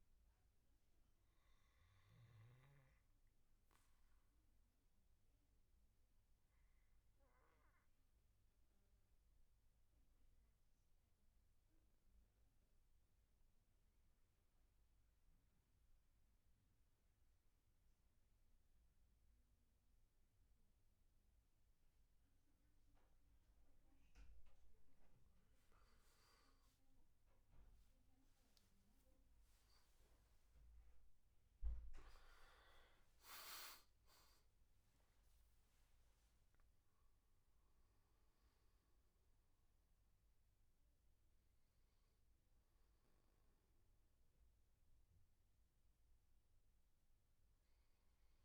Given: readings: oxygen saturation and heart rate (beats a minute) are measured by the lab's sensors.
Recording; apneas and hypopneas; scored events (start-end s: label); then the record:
breathing in sleep, hard to hear, by a room microphone; 1
0.00-5.00 s: oxygen desaturation (device-marked, oxygen 93% lowest, heart rate 71 extreme)
5.50-24.50 s: obstructive apnea (oxygen 96% before, 89% lowest, heart rate 78 before, 74 extreme, up 9 after)
22.00-48.45 s: oxygen desaturation (device-marked, oxygen 97% before, 89% lowest, heart rate 79 before, 74 extreme)
28.00-32.00 s: arousal
From the record:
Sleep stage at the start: N2 (light sleep); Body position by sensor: on the back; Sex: male